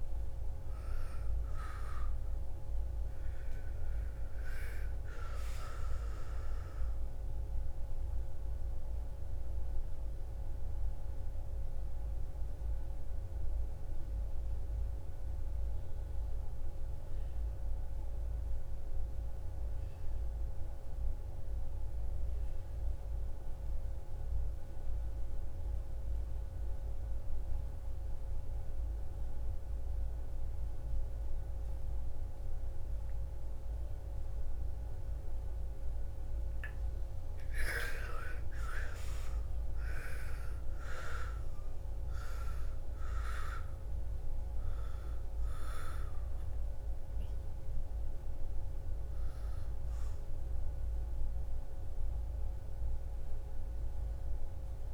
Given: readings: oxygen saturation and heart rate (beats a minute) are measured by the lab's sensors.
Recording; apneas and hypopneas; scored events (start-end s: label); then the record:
breathing in sleep by a room microphone; 1
0.00-19.00 s: oxygen desaturation (device-marked, oxygen 85% lowest, heart rate 57 extreme)
8.50-36.50 s: mixed apnea (oxygen 98% before, 80% lowest, heart rate 66 before, 57 extreme, up 18 after)
30.00-54.94 s: oxygen desaturation (device-marked, oxygen 99% before, 80% lowest, heart rate 59 before, 57 extreme)
37.50-41.50 s: arousal
From the record:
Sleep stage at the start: N2 (light sleep); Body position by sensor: on the back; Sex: female